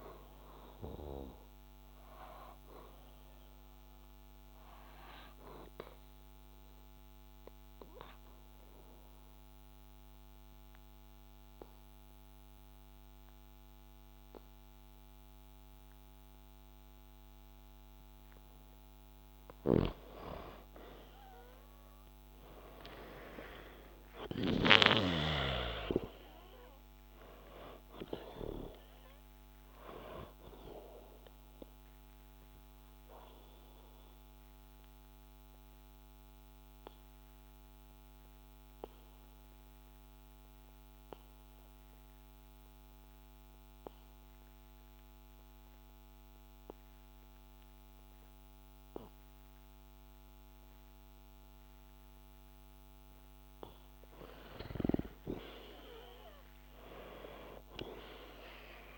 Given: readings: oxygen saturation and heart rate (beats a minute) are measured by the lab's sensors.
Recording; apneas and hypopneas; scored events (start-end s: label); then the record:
breathing in sleep by a microphone on the trachea; 2
0.00-15.00 s: oxygen desaturation (device-marked, oxygen 93% lowest, heart rate 60 extreme)
4.50-19.00 s: obstructive apnea (oxygen 98% before, 93% lowest, heart rate 63 before, 60 extreme, up 0 after)
20.50-25.50 s: arousal
33.50-53.50 s: obstructive apnea (oxygen 97% before, 93% lowest, heart rate 63 before, 58 extreme, up 3 after)
41.00-58.00 s: oxygen desaturation (device-marked, oxygen 96% before, 93% lowest, heart rate 62 before, 58 extreme)
56.50-58.98 s: arousal
From the record:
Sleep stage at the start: N2 (light sleep); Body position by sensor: on the back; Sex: male